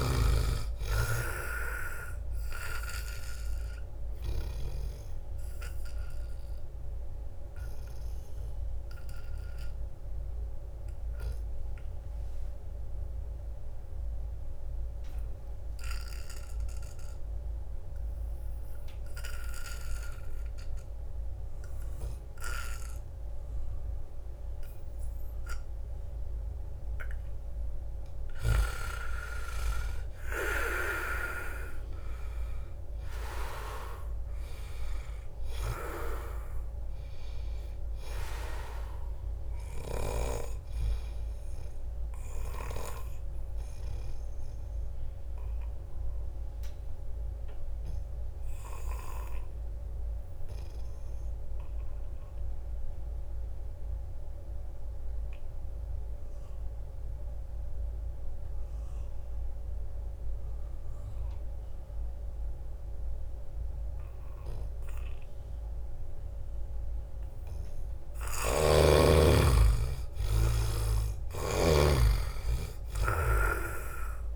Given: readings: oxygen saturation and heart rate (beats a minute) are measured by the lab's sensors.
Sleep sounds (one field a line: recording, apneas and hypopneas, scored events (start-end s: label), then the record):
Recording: breathing in sleep by a room microphone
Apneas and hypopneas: 2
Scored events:
0.00-16.00 s: oxygen desaturation (device-marked, oxygen 87% lowest)
2.50-26.50 s: obstructive apnea (oxygen 97% before, 80% lowest)
14.50-16.50 s: long interval between heartbeats (device-marked)
26.00-54.00 s: oxygen desaturation (device-marked, oxygen 97% before, 80% lowest)
28.00-30.00 s: long interval between heartbeats (device-marked)
28.50-32.00 s: arousal
35.50-40.00 s: snoring (device-marked)
41.50-68.00 s: mixed apnea (oxygen 97% before, 79% lowest)
63.00-65.00 s: long interval between heartbeats (device-marked)
66.00-74.36 s: oxygen desaturation (device-marked, oxygen 98% before, 83% lowest)
68.00-74.36 s: snoring (device-marked)
69.50-73.00 s: arousal
From the record:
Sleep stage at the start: N2 (light sleep)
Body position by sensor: on the back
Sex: male